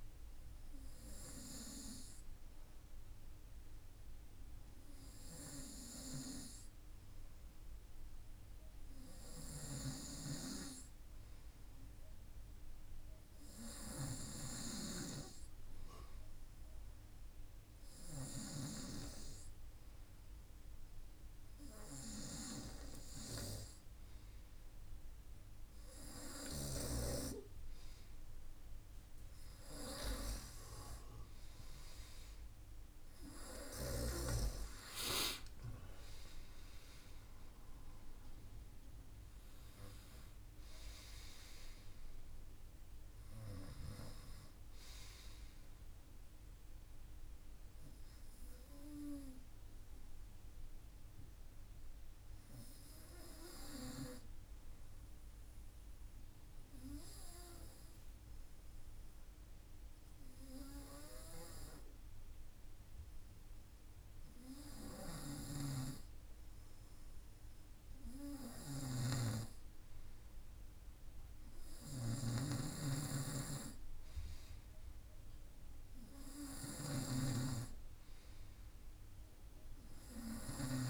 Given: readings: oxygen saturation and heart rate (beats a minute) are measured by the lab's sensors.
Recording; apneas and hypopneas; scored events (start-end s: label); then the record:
breathing in sleep by a room microphone; 1
35.00-39.00 s: arousal
46.50-65.00 s: hypopnea (oxygen 96% before, 95% lowest, heart rate 57 before, 53 extreme, up 2 after)
64.50-80.90 s: snoring (device-marked)
66.50-70.50 s: arousal
From the record:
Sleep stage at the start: N2 (light sleep); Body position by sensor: on the front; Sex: male